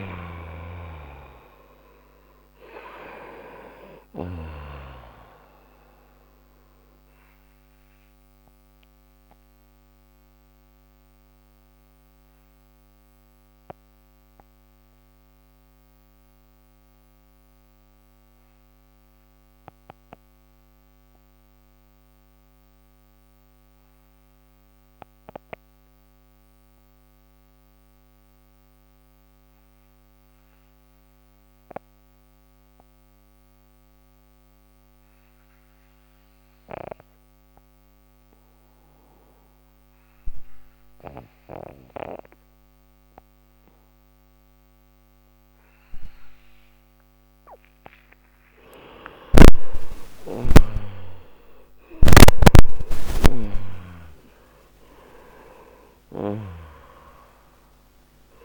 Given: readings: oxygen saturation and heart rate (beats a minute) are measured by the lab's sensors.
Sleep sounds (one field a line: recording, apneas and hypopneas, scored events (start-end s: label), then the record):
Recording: breathing in sleep by a microphone on the trachea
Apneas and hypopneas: 1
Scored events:
0.00-4.00 s: snoring (device-marked)
0.00-28.00 s: oxygen desaturation (device-marked, oxygen 88% lowest, heart rate 40 extreme)
7.50-44.50 s: obstructive apnea (oxygen 98% before, 85% lowest, heart rate 90 before, 55 extreme, up 36 after)
47.50-52.00 s: arousal
48.00-58.45 s: oxygen desaturation (device-marked, oxygen 97% before, 85% lowest, heart rate 63 before, 58 extreme)
From the record:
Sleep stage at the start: N2 (light sleep)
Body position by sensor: on the right side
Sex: male